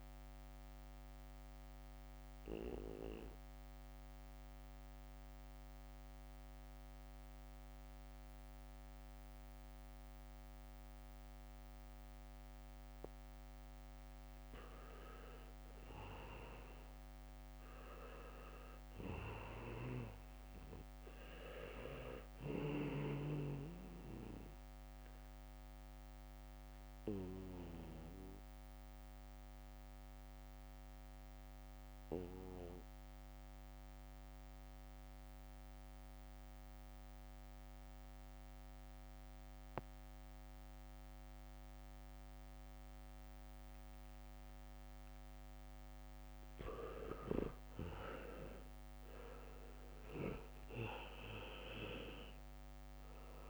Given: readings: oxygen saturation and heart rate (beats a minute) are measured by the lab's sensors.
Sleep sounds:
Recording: breathing in sleep by a microphone on the trachea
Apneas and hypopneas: 2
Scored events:
3.00-14.00 s: central apnea (oxygen 98% before, 83% lowest, heart rate 74 before, 68 extreme)
5.00-6.50 s: leg movement (device-marked)
15.50-19.00 s: arousal
16.00-17.50 s: leg movement (device-marked)
18.50-36.50 s: oxygen desaturation (device-marked, oxygen 96% before, 87% lowest, heart rate 72 before, 67 extreme)
21.50-23.50 s: leg movement (device-marked)
30.50-46.00 s: mixed apnea (oxygen 96% before, 83% lowest, heart rate 71 before, 67 extreme, up 0 after)
47.50-51.50 s: arousal
48.50-53.50 s: oxygen desaturation (device-marked, oxygen 98% before, 83% lowest, heart rate 73 before, 66 extreme)
From the record:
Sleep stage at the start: N2 (light sleep)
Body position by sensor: on the back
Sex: male

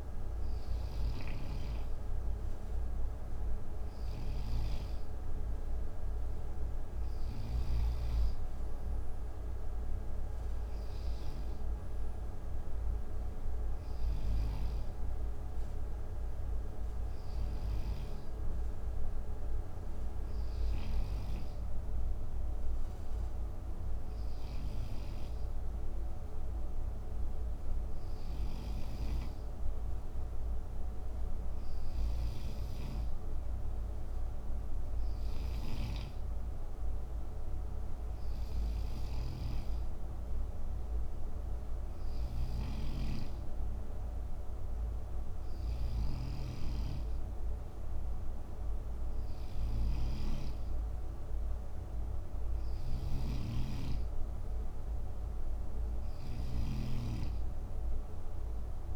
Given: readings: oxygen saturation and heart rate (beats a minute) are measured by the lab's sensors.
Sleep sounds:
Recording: breathing in sleep, hard to hear, by a room microphone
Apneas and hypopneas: none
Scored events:
0.00-7.50 s: snoring (device-marked)
14.00-24.50 s: snoring (device-marked)
31.50-58.96 s: snoring (device-marked)
From the record:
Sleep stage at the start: N2 (light sleep)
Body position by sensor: on the right side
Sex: male

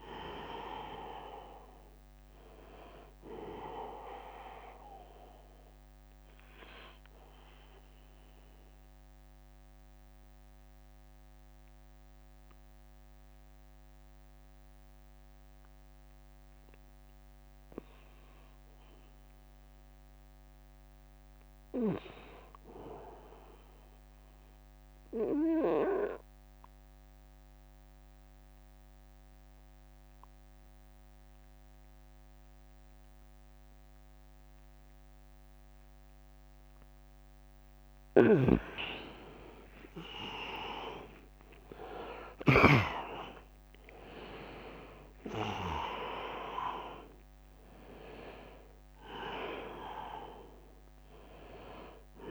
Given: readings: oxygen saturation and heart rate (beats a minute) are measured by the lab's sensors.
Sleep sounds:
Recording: breathing in sleep by a microphone on the trachea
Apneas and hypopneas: 2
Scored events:
0.00-5.50 s: drop in pulse transit time (device-marked, heart rate 79 extreme)
0.00-19.50 s: oxygen desaturation (device-marked, oxygen 92% lowest, heart rate 67 extreme)
6.50-8.50 s: long interval between heartbeats (device-marked, heart rate 81 before, 78 extreme)
7.00-17.00 s: central apnea (oxygen 99% before, 86% lowest, heart rate 81 before, 67 extreme, up 13 after)
18.50-21.50 s: arousal
24.50-36.50 s: obstructive apnea (oxygen 100% before, 86% lowest, heart rate 77 before, 72 extreme, up 12 after)
34.50-52.31 s: oxygen desaturation (device-marked, oxygen 100% before, 86% lowest, heart rate 76 before, 73 extreme)
37.50-42.50 s: snoring (device-marked)
39.50-44.50 s: arousal
41.50-52.31 s: drop in pulse transit time (device-marked, heart rate 76 before, 73 extreme)
46.50-48.50 s: long interval between heartbeats (device-marked, heart rate 77 before, 80 extreme)
50.50-52.31 s: long interval between heartbeats (device-marked, heart rate 79 before, 75 extreme)
From the record:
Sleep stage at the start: N2 (light sleep)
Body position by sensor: on the back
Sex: male

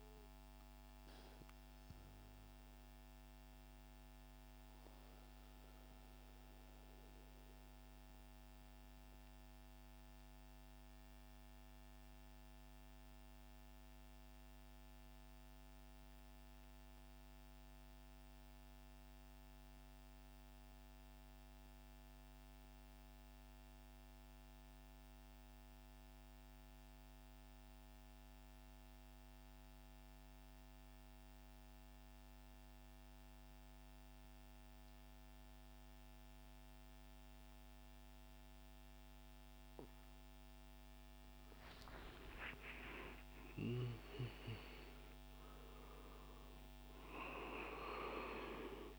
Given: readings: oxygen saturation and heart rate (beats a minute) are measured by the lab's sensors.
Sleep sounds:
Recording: breathing in sleep by a microphone on the trachea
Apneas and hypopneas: 1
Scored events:
0.00-9.00 s: oxygen desaturation (device-marked, oxygen 85% lowest, heart rate 60 extreme)
5.50-40.50 s: mixed apnea (oxygen 92% before, 88% lowest, heart rate 77 before, 56 extreme, up 28 after)
33.00-48.99 s: oxygen desaturation (device-marked, oxygen 98% before, 91% lowest, heart rate 62 before, 56 extreme)
41.50-45.50 s: arousal
From the record:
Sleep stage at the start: N2 (light sleep)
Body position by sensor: on the right side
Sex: male

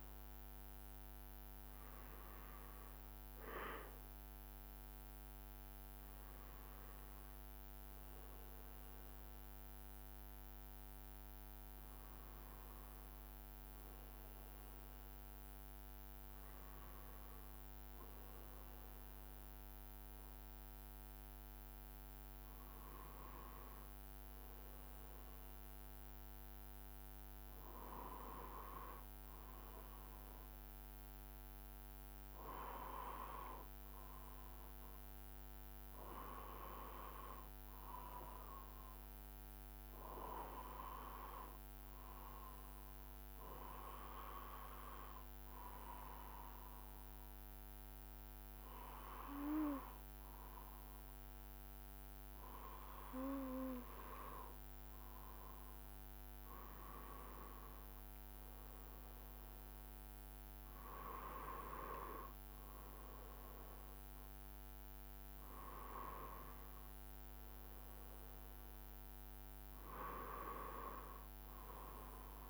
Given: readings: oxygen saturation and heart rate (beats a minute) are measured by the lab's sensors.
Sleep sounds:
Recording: breathing in sleep by a microphone on the trachea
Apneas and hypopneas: 1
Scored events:
36.50-40.00 s: arousal
42.50-53.50 s: obstructive apnea (oxygen 95% before, 93% lowest, heart rate 71 before, 71 extreme, up 2 after)
55.50-58.50 s: arousal
From the record:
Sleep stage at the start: N2 (light sleep)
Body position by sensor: on the right side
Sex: male

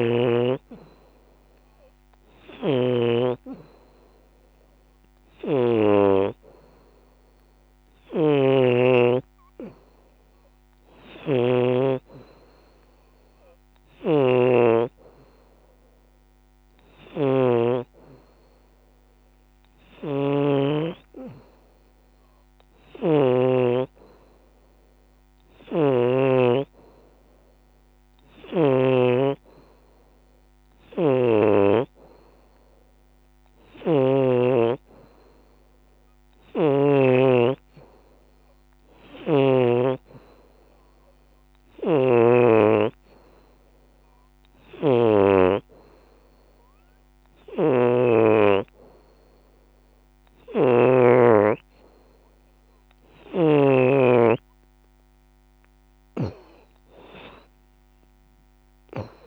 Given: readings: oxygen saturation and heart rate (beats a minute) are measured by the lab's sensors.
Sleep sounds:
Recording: breathing in sleep by a microphone on the trachea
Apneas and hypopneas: none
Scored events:
none scored
From the record:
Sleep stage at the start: N2 (light sleep)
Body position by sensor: upright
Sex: female

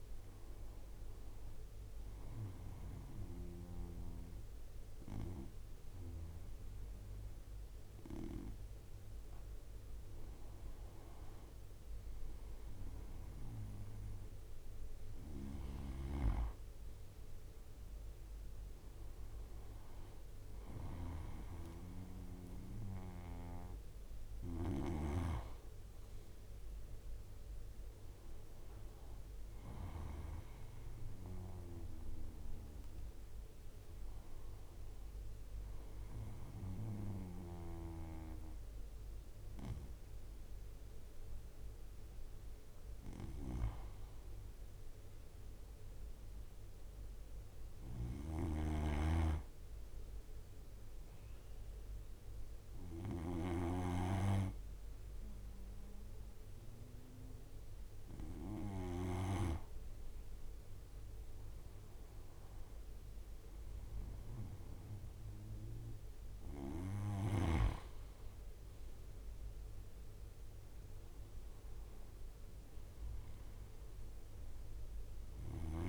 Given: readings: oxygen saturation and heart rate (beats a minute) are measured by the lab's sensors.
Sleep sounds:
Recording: breathing in sleep by a room microphone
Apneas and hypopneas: none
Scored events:
47.00-59.00 s: snoring (device-marked)
64.50-75.89 s: oxygen desaturation (device-marked, oxygen 94% before, 91% lowest, heart rate 67 before, 63 extreme)
From the record:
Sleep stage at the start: N2 (light sleep)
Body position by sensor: on the right side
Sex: male

